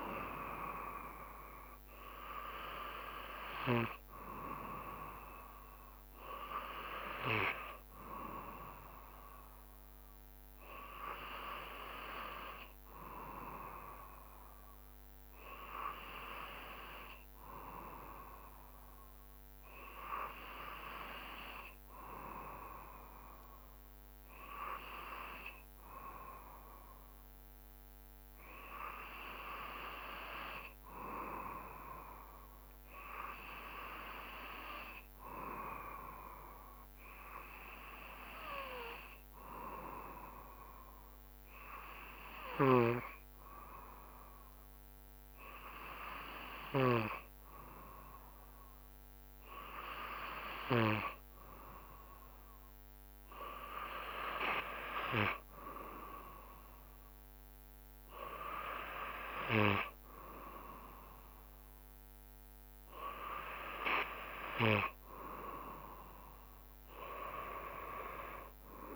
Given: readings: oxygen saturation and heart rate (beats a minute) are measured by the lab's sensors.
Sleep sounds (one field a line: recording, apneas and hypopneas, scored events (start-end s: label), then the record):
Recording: breathing in sleep by a microphone on the trachea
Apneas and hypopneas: 1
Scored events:
0.00-1.00 s: arousal
0.00-17.00 s: oxygen desaturation (device-marked, oxygen 92% lowest, heart rate 67 extreme)
20.00-47.50 s: obstructive apnea (oxygen 94% before, 93% lowest, heart rate 70 before, 66 extreme, up 0 after)
47.00-62.00 s: drop in pulse transit time (device-marked, heart rate 69 before, 66 extreme)
52.00-56.00 s: arousal
From the record:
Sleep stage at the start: N2 (light sleep)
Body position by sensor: on the back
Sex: male